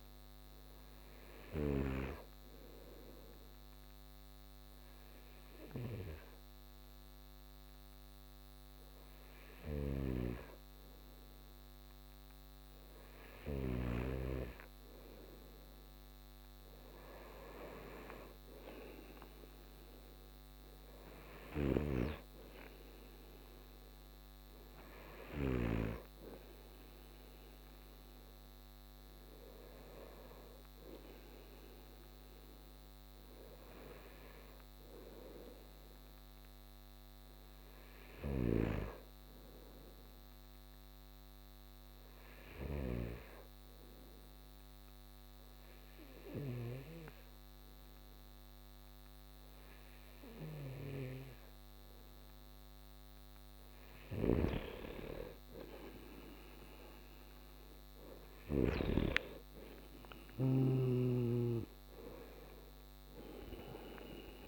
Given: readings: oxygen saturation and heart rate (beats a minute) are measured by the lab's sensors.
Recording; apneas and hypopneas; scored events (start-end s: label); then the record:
breathing in sleep by a microphone on the trachea; 2
2.50-14.00 s: hypopnea (oxygen 96% before, 90% lowest)
9.50-13.50 s: snoring (device-marked)
16.00-19.00 s: arousal
21.00-25.50 s: snoring (device-marked)
41.00-52.00 s: obstructive apnea (oxygen 94% before, 90% lowest)
54.00-58.50 s: snoring (device-marked)
56.50-61.00 s: arousal
61.00-64.48 s: oxygen desaturation (device-marked, oxygen 94% before, 90% lowest)
From the record:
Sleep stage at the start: N2 (light sleep); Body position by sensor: on the right side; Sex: male